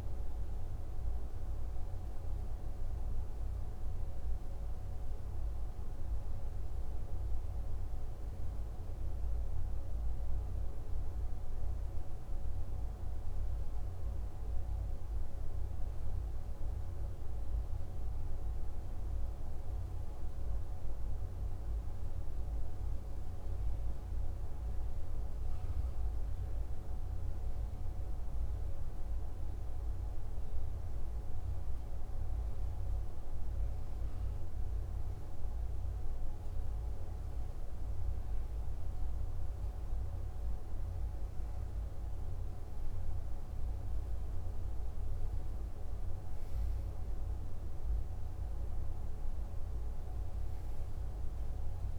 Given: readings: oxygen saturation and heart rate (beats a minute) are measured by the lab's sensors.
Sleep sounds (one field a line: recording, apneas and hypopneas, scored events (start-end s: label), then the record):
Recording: breathing in sleep, hard to hear, by a room microphone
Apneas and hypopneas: 1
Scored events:
11.50-31.00 s: hypopnea (oxygen 97% before, 96% lowest, heart rate 55 before, 52 extreme, up 8 after)
34.00-37.50 s: arousal
From the record:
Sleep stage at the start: REM sleep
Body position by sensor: on the back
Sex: male